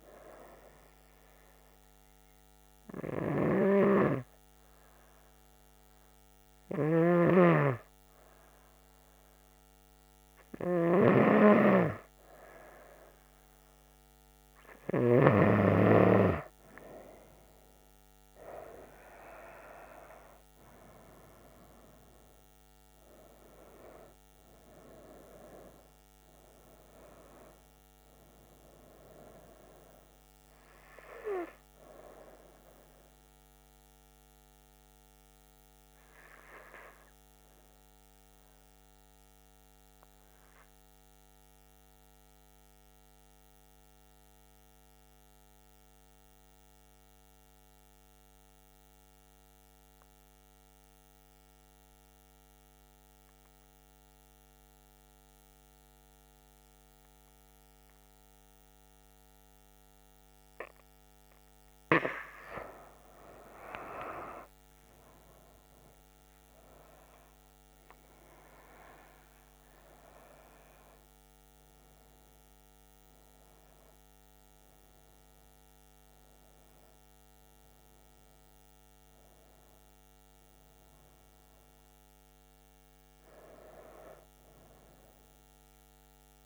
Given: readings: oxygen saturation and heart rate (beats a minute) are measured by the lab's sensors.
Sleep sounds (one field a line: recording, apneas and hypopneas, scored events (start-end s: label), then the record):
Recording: breathing in sleep by a microphone on the trachea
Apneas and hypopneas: 1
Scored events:
40.00-62.00 s: mixed apnea (oxygen 96% before, 93% lowest, heart rate 73 before, 66 extreme, up 13 after)
60.50-86.46 s: oxygen desaturation (device-marked, oxygen 98% before, 93% lowest, heart rate 67 before, 63 extreme)
64.00-70.00 s: arousal
From the record:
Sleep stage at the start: N2 (light sleep)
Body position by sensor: on the back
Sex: female